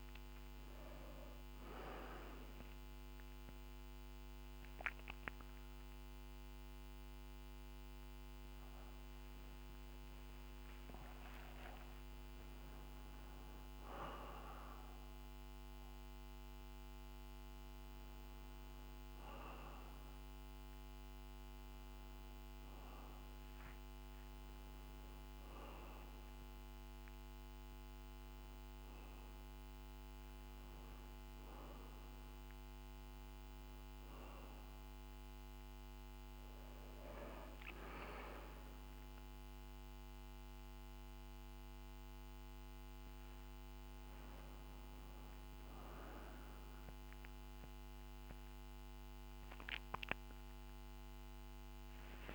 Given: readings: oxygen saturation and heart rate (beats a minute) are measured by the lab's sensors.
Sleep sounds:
a person awake in a sleep study, by a microphone on the trachea; none
none scored
From the record:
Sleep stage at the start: awake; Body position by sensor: on the back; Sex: male

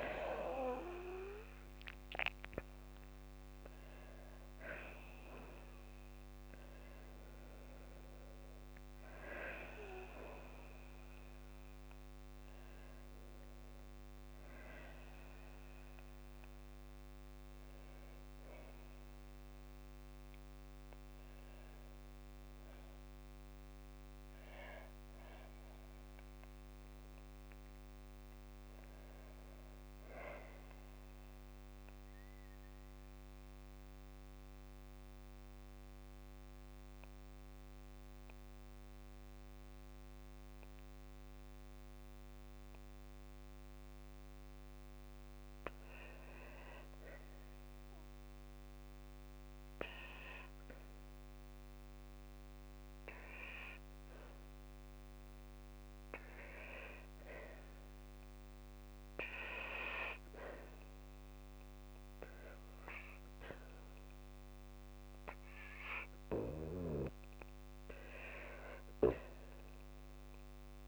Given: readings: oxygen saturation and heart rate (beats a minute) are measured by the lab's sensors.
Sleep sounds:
breathing in sleep by a microphone on the trachea; 1
26.50-29.50 s: arousal
29.00-46.00 s: oxygen desaturation (device-marked, oxygen 97% before, 94% lowest, heart rate 58 before, 54 extreme)
32.50-64.00 s: hypopnea (oxygen 97% before, 94% lowest, heart rate 57 before, 54 extreme, up 1 after)
66.50-70.00 s: arousal
From the record:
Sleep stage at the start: N2 (light sleep); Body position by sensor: on the back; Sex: female

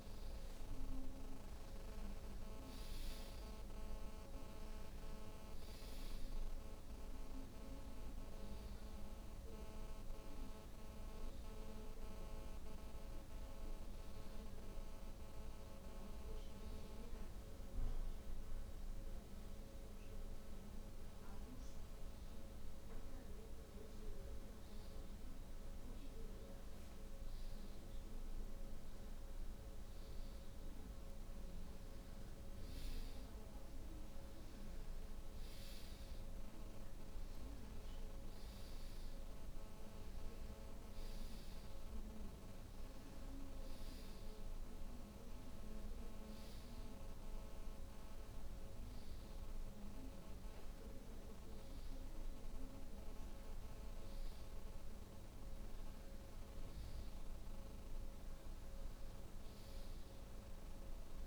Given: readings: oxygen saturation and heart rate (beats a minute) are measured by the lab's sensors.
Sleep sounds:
breathing in sleep, hard to hear, by a room microphone; none
none scored
From the record:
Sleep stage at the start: N2 (light sleep); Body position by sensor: on the back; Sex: female

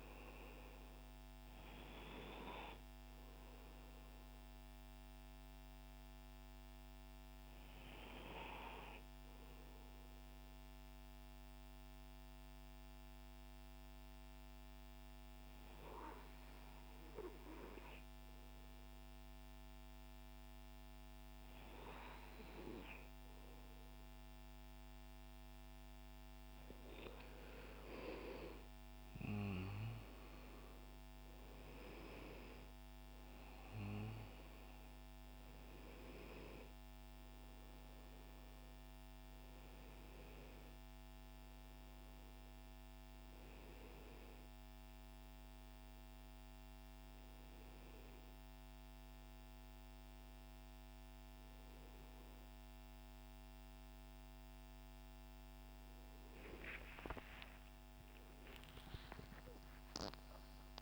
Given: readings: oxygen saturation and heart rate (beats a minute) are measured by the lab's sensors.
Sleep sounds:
a person partly awake in a sleep study, by a microphone on the trachea; 1
0.00-8.00 s: oxygen desaturation (device-marked, oxygen 94% lowest, heart rate 92 extreme)
6.50-26.00 s: mixed apnea (oxygen 98% before, 94% lowest, heart rate 122 before, 98 extreme)
41.00-60.82 s: new sleep stage, awake
From the record:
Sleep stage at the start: N2 (light sleep); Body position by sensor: on the right side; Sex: male

